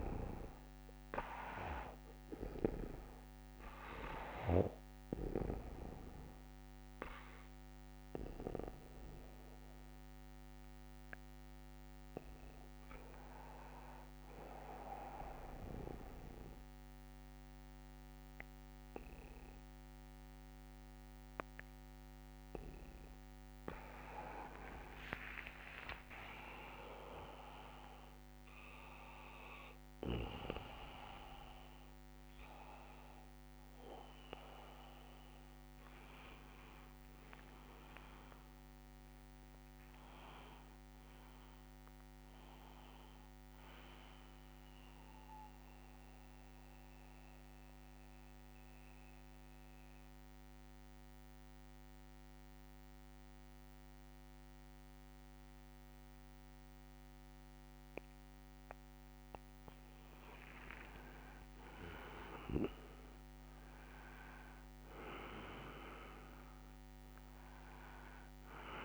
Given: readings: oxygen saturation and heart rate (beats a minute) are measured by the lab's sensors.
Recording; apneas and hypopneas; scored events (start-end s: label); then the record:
breathing in sleep by a microphone on the trachea; 2
0.00-14.00 s: oxygen desaturation (device-marked, oxygen 88% lowest)
1.50-23.50 s: obstructive apnea (oxygen 99% before, 88% lowest)
18.00-68.84 s: new sleep stage, N2 (light sleep)
25.00-30.00 s: arousal
45.50-58.00 s: central apnea (oxygen 98% before, 85% lowest)
60.00-64.50 s: arousal
61.00-63.00 s: long interval between heartbeats (device-marked)
62.00-68.84 s: oxygen desaturation (device-marked, oxygen 97% before, 91% lowest)
From the record:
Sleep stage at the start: REM sleep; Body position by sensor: on the back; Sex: male